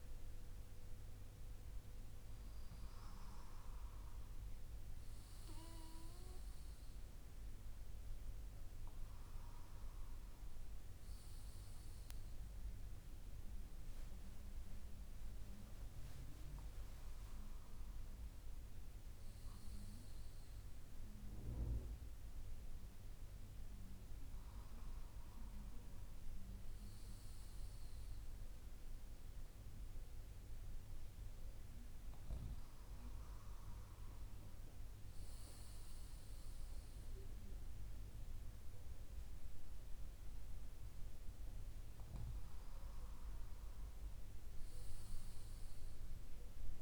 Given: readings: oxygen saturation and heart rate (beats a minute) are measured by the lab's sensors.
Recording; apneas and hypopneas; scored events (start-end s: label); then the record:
breathing in sleep, hard to hear, by a room microphone; none
14.00-17.50 s: arousal
From the record:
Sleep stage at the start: N2 (light sleep); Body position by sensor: on the left side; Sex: male